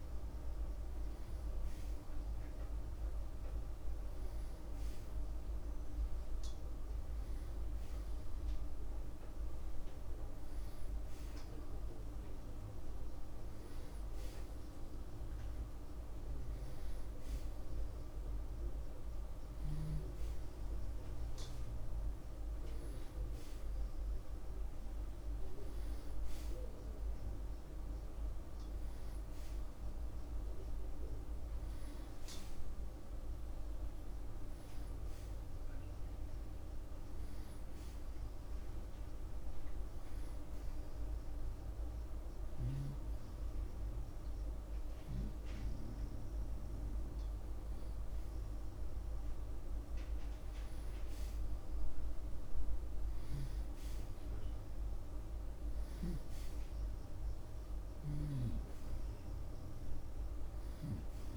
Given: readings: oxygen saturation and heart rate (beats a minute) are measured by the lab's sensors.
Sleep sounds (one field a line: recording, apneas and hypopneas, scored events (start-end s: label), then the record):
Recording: breathing in sleep, hard to hear, by a room microphone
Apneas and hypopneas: none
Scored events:
51.00-56.50 s: arousal
56.00-61.36 s: snoring (device-marked)
From the record:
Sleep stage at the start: N1 (lightest sleep)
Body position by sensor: on the right side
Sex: male